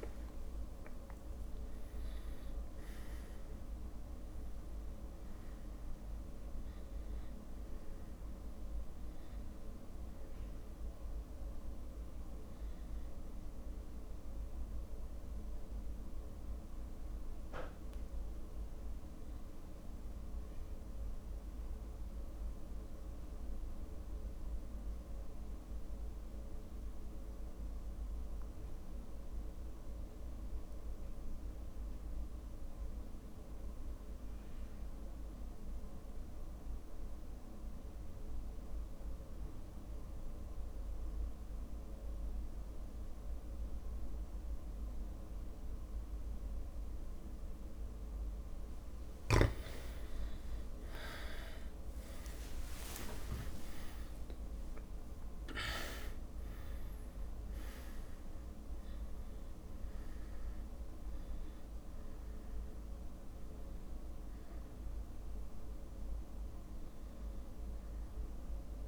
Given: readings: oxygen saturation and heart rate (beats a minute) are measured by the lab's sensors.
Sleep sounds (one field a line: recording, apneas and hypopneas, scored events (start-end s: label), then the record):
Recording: breathing in sleep, hard to hear, by a room microphone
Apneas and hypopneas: 1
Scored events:
0.00-5.50 s: arousal
2.00-32.00 s: oxygen desaturation (device-marked, oxygen 100% before, 92% lowest, heart rate 52 before, 45 extreme)
3.00-12.00 s: drop in pulse transit time (device-marked, heart rate 51 before, 49 extreme)
16.00-49.00 s: mixed apnea (oxygen 100% before, 89% lowest)
20.00-22.00 s: long interval between heartbeats (device-marked, heart rate 53 before, 55 extreme)
23.00-37.00 s: drop in pulse transit time (device-marked, heart rate 55 before, 45 extreme)
31.50-33.50 s: long interval between heartbeats (device-marked, heart rate 53 before, 60 extreme)
35.00-37.00 s: long interval between heartbeats (device-marked, heart rate 53 before, 48 extreme)
39.00-41.00 s: long interval between heartbeats (device-marked, heart rate 51 before, 47 extreme)
48.00-68.88 s: oxygen desaturation (device-marked, oxygen 100% before, 89% lowest)
50.00-68.88 s: new sleep stage, N2 (light sleep)
52.00-57.00 s: arousal
53.00-57.00 s: drop in pulse transit time (device-marked, heart rate 51 before, 72 extreme)
53.50-55.50 s: long interval between heartbeats (device-marked, heart rate 51 before, 72 extreme)
From the record:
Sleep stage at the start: REM sleep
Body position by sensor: on the back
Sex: male